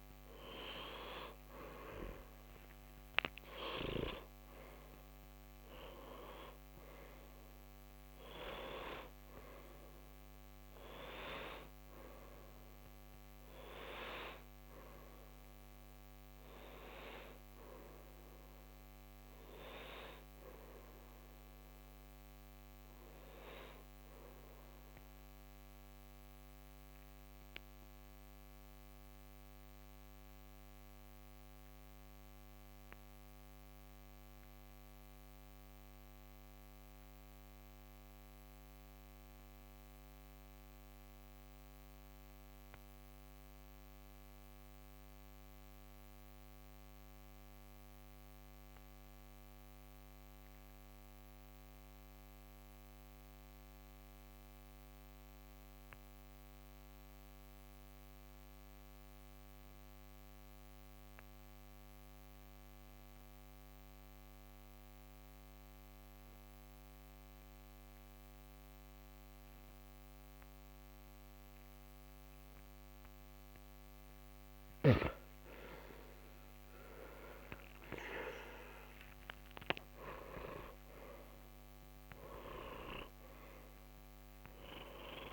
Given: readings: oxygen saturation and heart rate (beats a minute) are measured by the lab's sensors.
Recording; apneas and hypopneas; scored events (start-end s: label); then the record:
breathing in sleep by a microphone on the trachea; 1
0.00-2.00 s: arousal
0.00-36.00 s: oxygen desaturation (device-marked, oxygen 86% lowest, heart rate 47 extreme)
24.50-74.50 s: mixed apnea (oxygen 96% before, 86% lowest, heart rate 66 before, 47 extreme, up 21 after)
71.00-85.32 s: oxygen desaturation (device-marked, oxygen 98% before, 93% lowest, heart rate 56 before, 56 extreme)
76.00-81.00 s: arousal
From the record:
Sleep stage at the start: N2 (light sleep); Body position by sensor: on the back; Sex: male